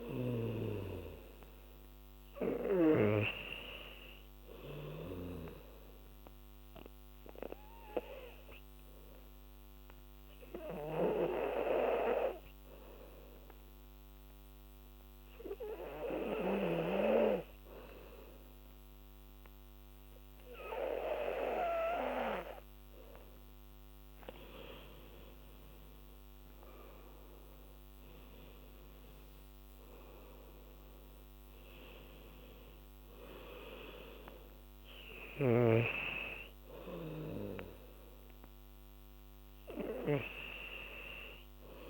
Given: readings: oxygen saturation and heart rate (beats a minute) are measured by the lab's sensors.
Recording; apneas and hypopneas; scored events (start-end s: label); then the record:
breathing in sleep by a microphone on the trachea; 1
0.00-10.50 s: oxygen desaturation (device-marked, oxygen 90% lowest, heart rate 76 extreme)
5.50-22.50 s: obstructive apnea (oxygen 98% before, 90% lowest, heart rate 83 before, 73 extreme, up 9 after)
19.50-41.90 s: oxygen desaturation (device-marked, oxygen 98% before, 90% lowest, heart rate 81 before, 73 extreme)
25.50-29.50 s: arousal
From the record:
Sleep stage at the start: N2 (light sleep); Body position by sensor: on the back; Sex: female